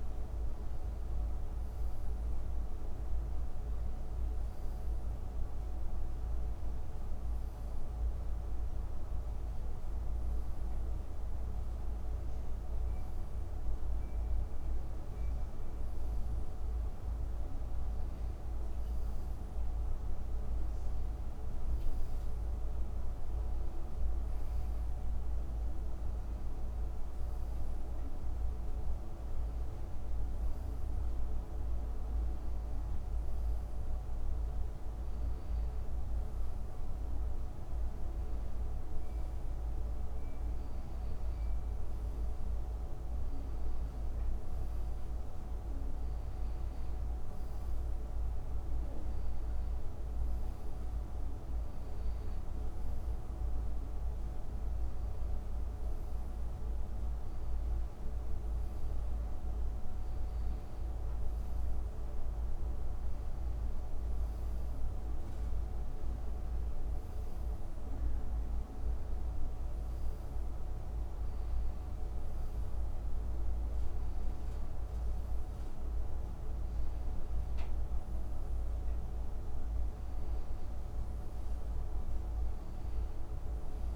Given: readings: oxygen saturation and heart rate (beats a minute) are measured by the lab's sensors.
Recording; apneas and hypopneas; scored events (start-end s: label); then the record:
a person awake in a sleep study, hard to hear, by a room microphone; none
none scored
From the record:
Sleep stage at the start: awake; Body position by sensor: on the back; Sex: male